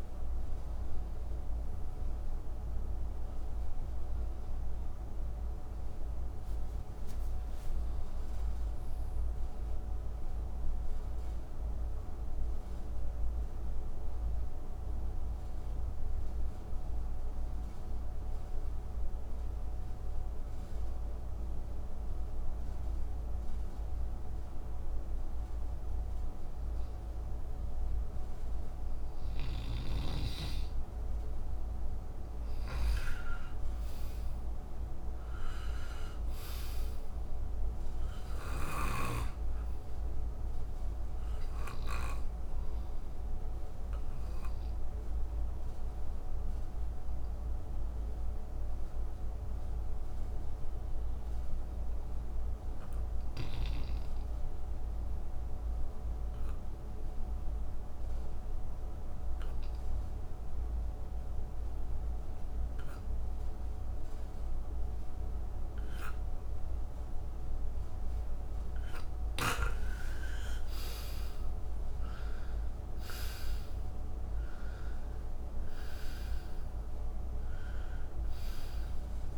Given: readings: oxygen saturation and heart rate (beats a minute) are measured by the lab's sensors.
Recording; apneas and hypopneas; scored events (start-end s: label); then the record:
breathing in sleep, hard to hear, by a room microphone; 2
0.00-6.50 s: oxygen desaturation (device-marked, oxygen 85% lowest, heart rate 58 extreme)
7.00-11.00 s: arousal
15.50-29.50 s: obstructive apnea (oxygen 98% before, 84% lowest, heart rate 72 before, 61 extreme, up 10 after)
29.50-52.50 s: oxygen desaturation (device-marked, oxygen 96% before, 88% lowest, heart rate 66 before, 62 extreme)
31.00-35.00 s: arousal
42.50-68.50 s: obstructive apnea (oxygen 98% before, 84% lowest, heart rate 67 before, 57 extreme, up 8 after)
61.50-79.37 s: oxygen desaturation (device-marked, oxygen 96% before, 84% lowest, heart rate 65 before, 57 extreme)
70.50-75.00 s: arousal
From the record:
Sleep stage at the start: N2 (light sleep); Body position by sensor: on the back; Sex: male